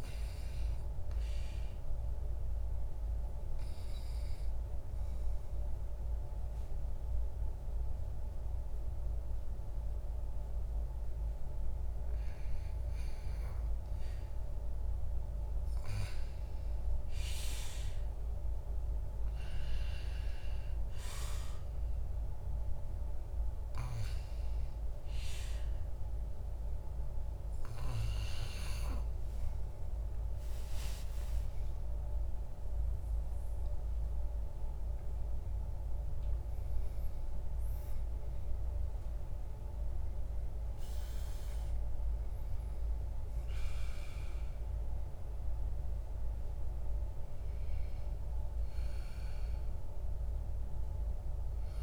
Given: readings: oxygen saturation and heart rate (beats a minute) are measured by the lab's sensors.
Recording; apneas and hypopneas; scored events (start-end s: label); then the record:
breathing in sleep, hard to hear, by a room microphone; 1
4.00-14.00 s: obstructive apnea (oxygen 99% before, 96% lowest, heart rate 63 before, 59 extreme, up 5 after)
29.00-34.50 s: arousal
From the record:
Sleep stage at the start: REM sleep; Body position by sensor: on the back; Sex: male